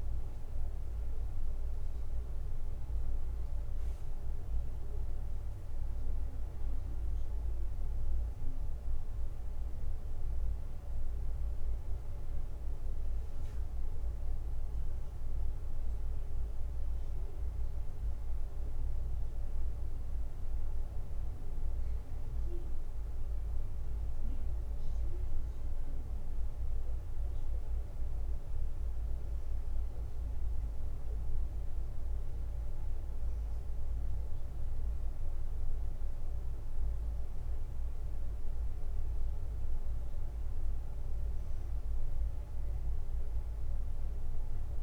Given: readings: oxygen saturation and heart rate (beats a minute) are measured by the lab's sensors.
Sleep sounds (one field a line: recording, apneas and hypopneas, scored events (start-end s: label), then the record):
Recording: a person awake in a sleep study, hard to hear, by a room microphone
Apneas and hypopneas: none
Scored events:
none scored
From the record:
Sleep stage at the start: awake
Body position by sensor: on the back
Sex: male